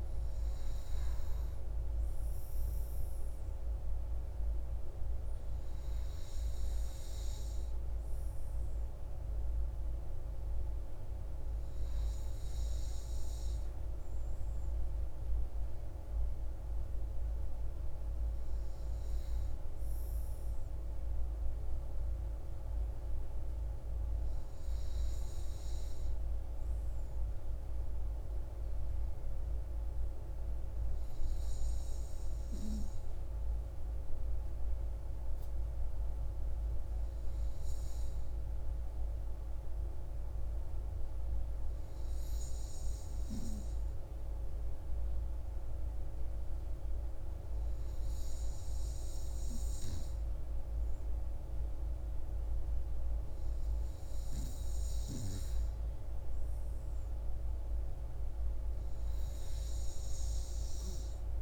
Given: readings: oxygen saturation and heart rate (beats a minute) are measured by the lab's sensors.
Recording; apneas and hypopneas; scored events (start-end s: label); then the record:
breathing in sleep, hard to hear, by a room microphone; 1
28.00-48.00 s: hypopnea (oxygen 98% before, 96% lowest, heart rate 63 before, 60 extreme, up 5 after)
50.50-54.00 s: arousal
From the record:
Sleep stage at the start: N2 (light sleep); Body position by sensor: on the front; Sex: male